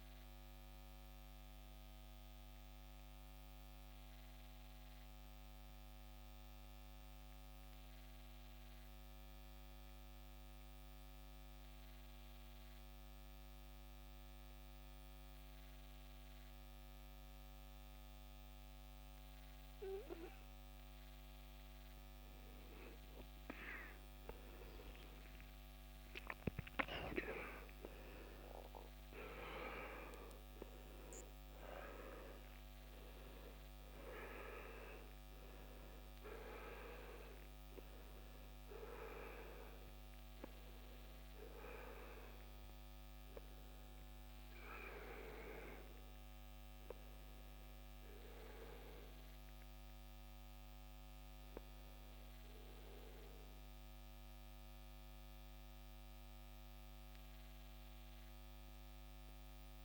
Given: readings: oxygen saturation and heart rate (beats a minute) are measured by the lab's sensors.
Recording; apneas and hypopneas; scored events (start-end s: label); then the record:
a person awake in a sleep study, by a microphone on the trachea; none
30.00-59.85 s: new sleep stage, N1 (lightest sleep)
39.00-59.85 s: oxygen desaturation (device-marked, oxygen 95% before, 85% lowest, heart rate 71 before, 60 extreme)
From the record:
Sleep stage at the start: awake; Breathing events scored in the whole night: 201 in 3.8 hours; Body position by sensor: on the back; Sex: male